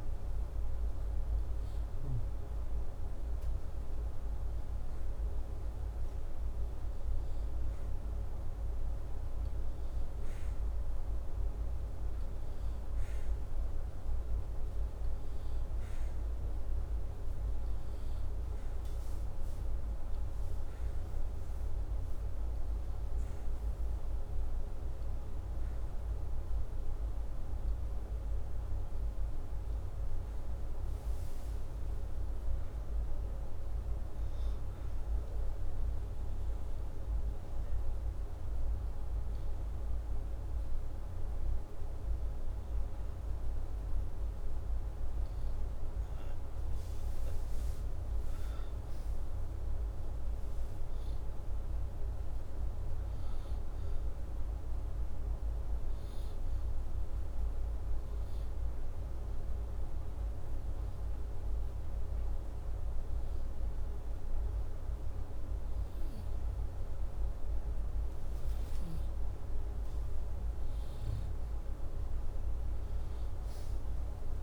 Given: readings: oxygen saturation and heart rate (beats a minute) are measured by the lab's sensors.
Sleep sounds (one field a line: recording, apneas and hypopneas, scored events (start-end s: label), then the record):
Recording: breathing in sleep, hard to hear, by a room microphone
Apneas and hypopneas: 1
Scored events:
51.00-54.00 s: arousal
56.50-67.50 s: hypopnea (oxygen 96% before, 93% lowest, heart rate 87 before, 85 extreme, up 1 after)
70.50-74.00 s: arousal
From the record:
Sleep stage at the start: N2 (light sleep)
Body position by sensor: upright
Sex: male